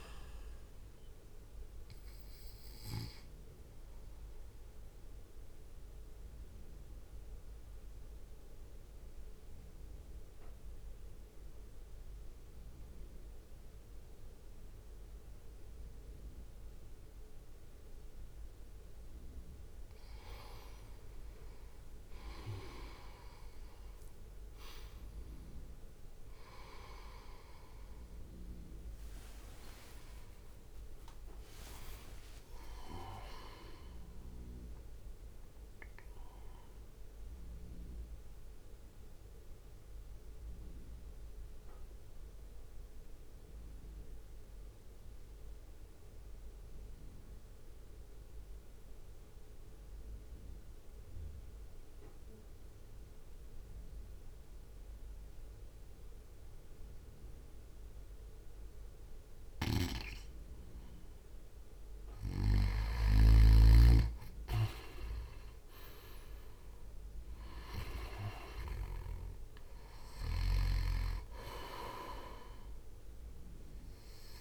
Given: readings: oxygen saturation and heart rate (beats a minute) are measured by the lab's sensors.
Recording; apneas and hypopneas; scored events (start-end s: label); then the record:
breathing in sleep by a room microphone; 2
0.00-2.00 s: oxygen desaturation (device-marked, oxygen 92% lowest, heart rate 53 extreme)
0.00-6.00 s: drop in pulse transit time (device-marked, heart rate 53 extreme)
1.00-19.50 s: central apnea (oxygen 98% before, 90% lowest, heart rate 57 before, 57 extreme, up 9 after)
10.00-22.00 s: oxygen desaturation (device-marked, oxygen 93% before, 90% lowest, heart rate 56 before, 54 extreme)
27.00-42.00 s: drop in pulse transit time (device-marked, heart rate 61 before, 57 extreme)
29.00-31.00 s: long interval between heartbeats (device-marked, heart rate 61 before, 65 extreme)
29.00-32.50 s: arousal
36.50-61.00 s: mixed apnea (oxygen 98% before, 91% lowest, heart rate 70 before, 53 extreme, up 4 after)
61.00-74.41 s: oxygen desaturation (device-marked, oxygen 98% before, 91% lowest, heart rate 58 before, 49 extreme)
63.50-66.50 s: arousal
65.00-74.41 s: drop in pulse transit time (device-marked, heart rate 59 before, 59 extreme)
From the record:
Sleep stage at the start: N2 (light sleep); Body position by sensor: on the right side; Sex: male